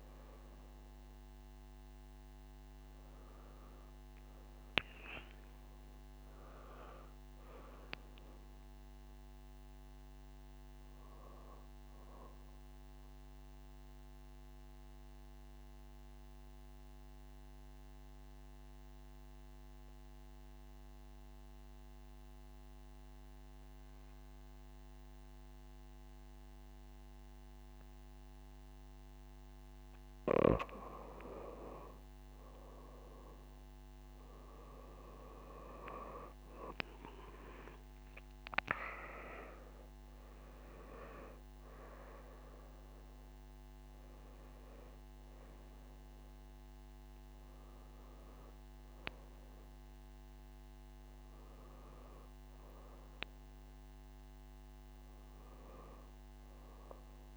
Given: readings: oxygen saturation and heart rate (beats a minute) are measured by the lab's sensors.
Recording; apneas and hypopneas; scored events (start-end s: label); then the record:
breathing in sleep by a microphone on the trachea; 1
13.50-29.50 s: mixed apnea (oxygen 95% before, 87% lowest)
31.50-35.00 s: arousal
32.00-57.37 s: new sleep stage, N1 (lightest sleep)
32.00-57.37 s: oxygen desaturation (device-marked, oxygen 97% before, 87% lowest)
From the record:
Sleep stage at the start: N2 (light sleep); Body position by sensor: on the back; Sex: female